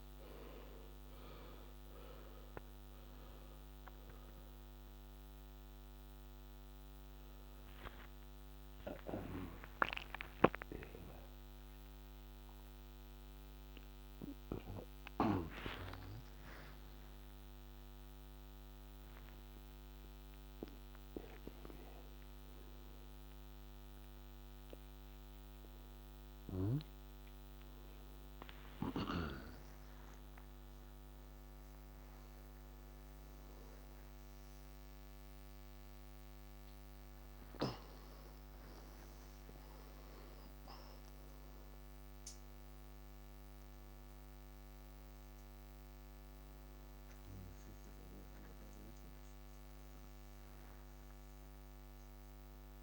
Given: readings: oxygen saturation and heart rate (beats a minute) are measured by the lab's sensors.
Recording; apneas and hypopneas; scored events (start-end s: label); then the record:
a person awake in a sleep study, by a microphone on the trachea; none
13.50-52.83 s: new sleep stage, awake
From the record:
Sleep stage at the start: N2 (light sleep); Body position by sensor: on the back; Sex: male